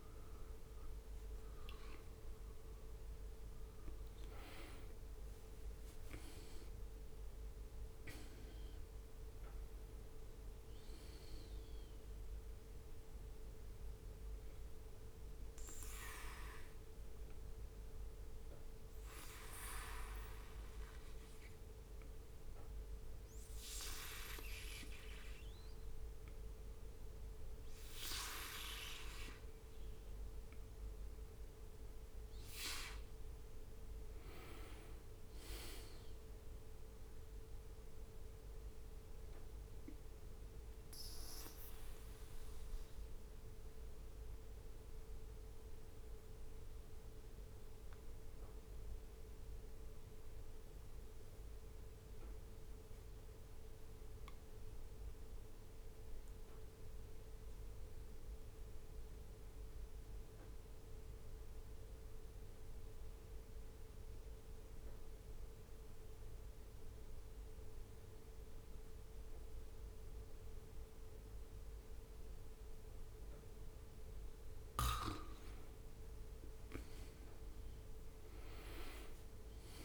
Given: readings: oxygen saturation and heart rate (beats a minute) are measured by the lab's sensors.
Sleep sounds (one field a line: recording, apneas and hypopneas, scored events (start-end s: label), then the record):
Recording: breathing in sleep by a room microphone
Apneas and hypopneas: 2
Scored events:
0.00-4.50 s: arousal
0.00-11.50 s: oxygen desaturation (device-marked, oxygen 93% lowest, heart rate 63 extreme)
4.00-5.50 s: leg movement (device-marked)
15.00-28.00 s: hypopnea (oxygen 97% before, 91% lowest, heart rate 70 before, 64 extreme, up 4 after)
31.00-35.50 s: arousal
39.50-73.00 s: mixed apnea (oxygen 98% before, 91% lowest, heart rate 67 before, 64 extreme, up 7 after)
61.50-79.85 s: oxygen desaturation (device-marked, oxygen 98% before, 91% lowest, heart rate 67 before, 64 extreme)
75.00-76.00 s: leg movement (device-marked)
75.50-79.50 s: arousal
From the record:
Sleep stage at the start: N2 (light sleep)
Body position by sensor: on the back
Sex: male